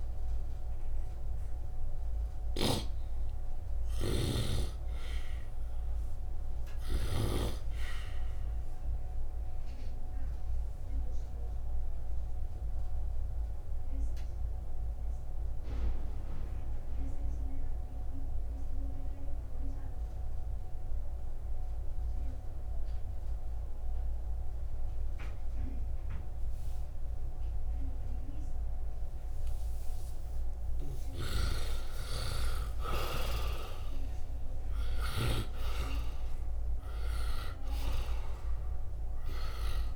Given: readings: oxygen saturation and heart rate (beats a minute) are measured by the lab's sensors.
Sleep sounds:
breathing in sleep by a room microphone; 1
0.00-1.00 s: arousal
0.50-19.50 s: oxygen desaturation (device-marked, oxygen 99% before, 90% lowest, heart rate 69 before, 55 extreme)
3.50-7.00 s: snoring (device-marked)
10.50-30.50 s: obstructive apnea (oxygen 99% before, 83% lowest, heart rate 65 before, 55 extreme, up 6 after)
31.50-35.00 s: arousal
31.50-39.96 s: oxygen desaturation (device-marked, oxygen 96% before, 83% lowest, heart rate 64 before, 60 extreme)
From the record:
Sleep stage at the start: N2 (light sleep); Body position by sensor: on the right side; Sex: male

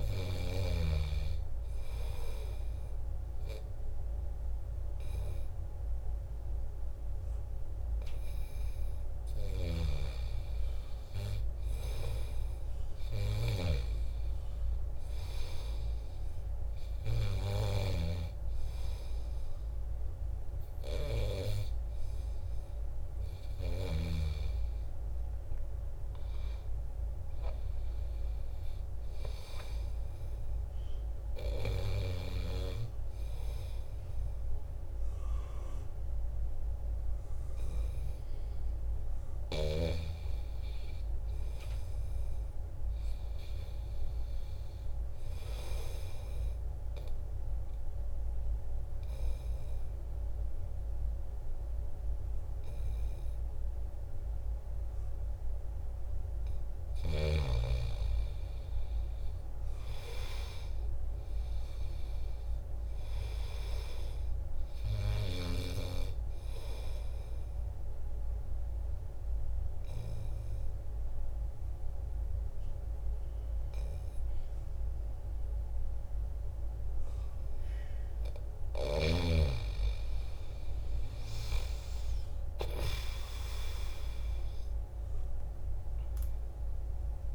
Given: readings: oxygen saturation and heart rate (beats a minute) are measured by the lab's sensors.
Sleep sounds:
breathing in sleep by a room microphone; 4
0.50-11.00 s: obstructive apnea (oxygen 95% before, 92% lowest, heart rate 77 before, 75 extreme, up 1 after)
9.50-24.50 s: snoring (device-marked)
13.00-15.50 s: arousal
18.00-28.00 s: obstructive apnea (oxygen 95% before, 90% lowest, heart rate 77 before, 72 extreme, up 2 after)
30.50-33.50 s: arousal
47.00-57.50 s: obstructive apnea (oxygen 95% before, 90% lowest, heart rate 76 before, 74 extreme, up 2 after)
59.00-62.50 s: arousal
59.50-71.50 s: oxygen desaturation (device-marked, oxygen 95% before, 92% lowest, heart rate 74 before, 75 extreme)
68.00-79.50 s: obstructive apnea (oxygen 95% before, 90% lowest, heart rate 74 before, 76 extreme, up 4 after)
79.00-83.00 s: snoring (device-marked)
81.50-86.00 s: arousal
From the record:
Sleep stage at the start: N2 (light sleep); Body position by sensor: on the back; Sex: male

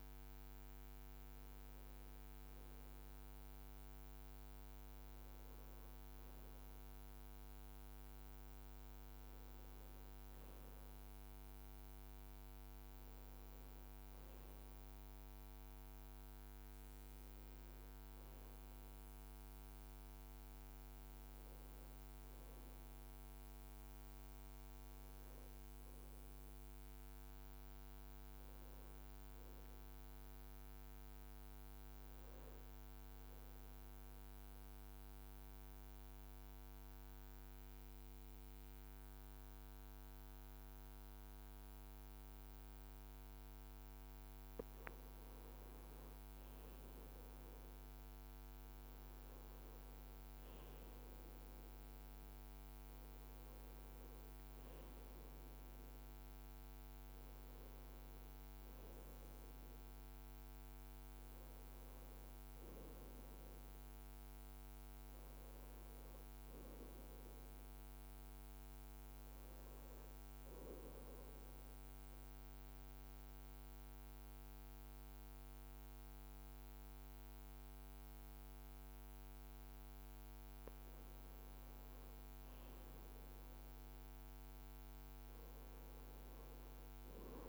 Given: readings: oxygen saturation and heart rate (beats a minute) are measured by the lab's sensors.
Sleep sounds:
breathing in sleep, hard to hear, by a microphone on the trachea; 2
19.50-26.00 s: leg movement (device-marked)
30.50-42.50 s: mixed apnea (oxygen 97% before, 93% lowest, heart rate 64 before, 58 extreme, up 1 after)
46.00-51.50 s: arousal
70.00-80.50 s: mixed apnea (oxygen 96% before, 93% lowest, heart rate 61 before, 57 extreme, up 0 after)
From the record:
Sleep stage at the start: N2 (light sleep); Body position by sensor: on the right side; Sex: male

